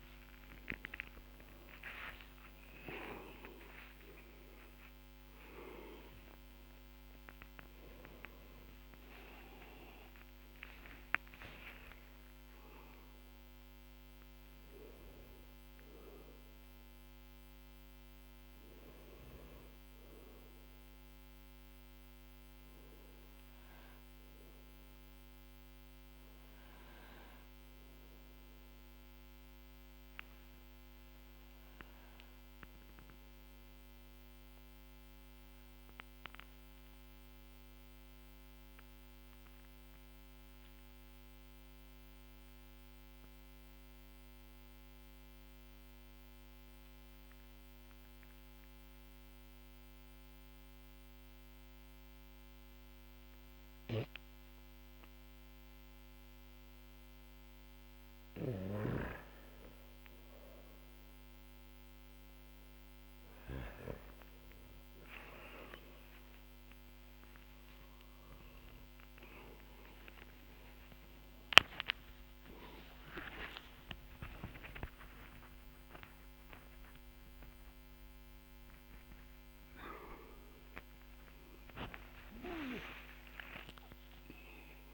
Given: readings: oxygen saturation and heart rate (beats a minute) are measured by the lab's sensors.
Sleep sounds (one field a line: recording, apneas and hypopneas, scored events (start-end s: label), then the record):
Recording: a person partly awake in a sleep study, by a microphone on the trachea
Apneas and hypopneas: 1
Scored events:
0.00-5.00 s: oxygen desaturation (device-marked, oxygen 95% lowest, heart rate 46 extreme)
2.00-9.00 s: tachycardia (device-marked, heart rate 51 before, 140 extreme)
7.00-26.00 s: oxygen desaturation (device-marked, oxygen 96% before, 91% lowest, heart rate 71 before, 44 extreme)
7.00-37.00 s: new sleep stage, N1 (lightest sleep)
23.50-58.00 s: obstructive apnea (oxygen 96% before, 91% lowest, heart rate 92 before, 44 extreme, up 10 after)
37.00-67.00 s: new sleep stage, N2 (light sleep)
53.00-71.00 s: oxygen desaturation (device-marked, oxygen 98% before, 94% lowest, heart rate 50 before, 49 extreme)
67.00-84.94 s: new sleep stage, awake
70.00-80.00 s: tachycardia (device-marked, heart rate 53 before, 146 extreme)
From the record:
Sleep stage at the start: awake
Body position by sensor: on the back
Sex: male